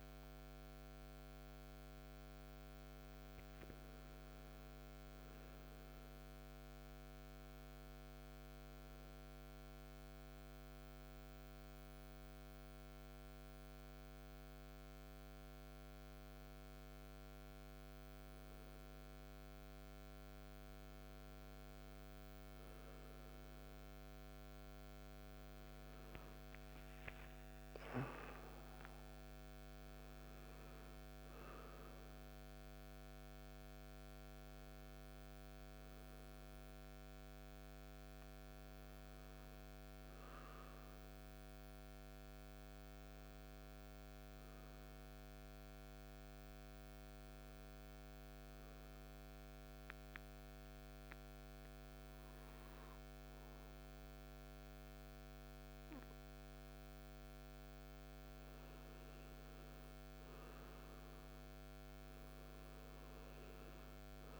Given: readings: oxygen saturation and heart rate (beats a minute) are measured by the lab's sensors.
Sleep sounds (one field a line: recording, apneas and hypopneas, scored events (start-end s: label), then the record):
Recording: breathing in sleep, hard to hear, by a microphone on the trachea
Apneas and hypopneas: 2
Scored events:
5.50-19.00 s: obstructive apnea (oxygen 97% before, 95% lowest, heart rate 67 before, 55 extreme, up 7 after)
23.50-28.00 s: arousal
43.00-56.00 s: obstructive apnea (oxygen 98% before, 95% lowest, heart rate 64 before, 55 extreme, up 9 after)
51.50-64.40 s: new sleep stage, awake
From the record:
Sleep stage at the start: N1 (lightest sleep)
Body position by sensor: on the right side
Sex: male